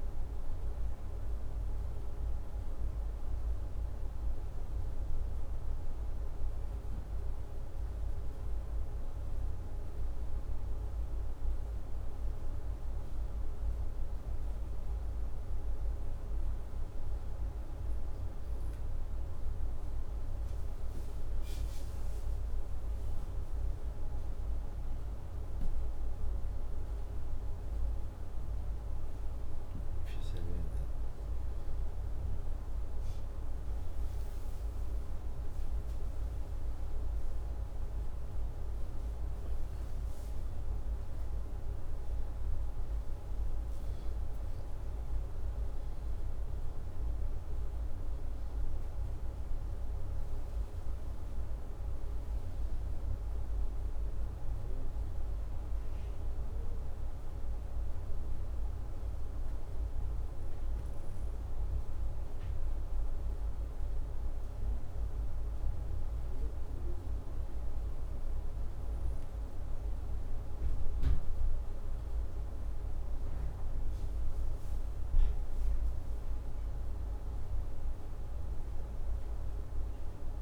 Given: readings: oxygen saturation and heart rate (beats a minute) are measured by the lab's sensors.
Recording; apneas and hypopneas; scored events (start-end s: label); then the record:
a person awake in a sleep study, hard to hear, by a room microphone; none
8.00-68.00 s: new sleep stage, awake
68.00-80.42 s: new sleep stage, N2 (light sleep)
From the record:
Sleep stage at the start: N2 (light sleep); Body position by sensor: upright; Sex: male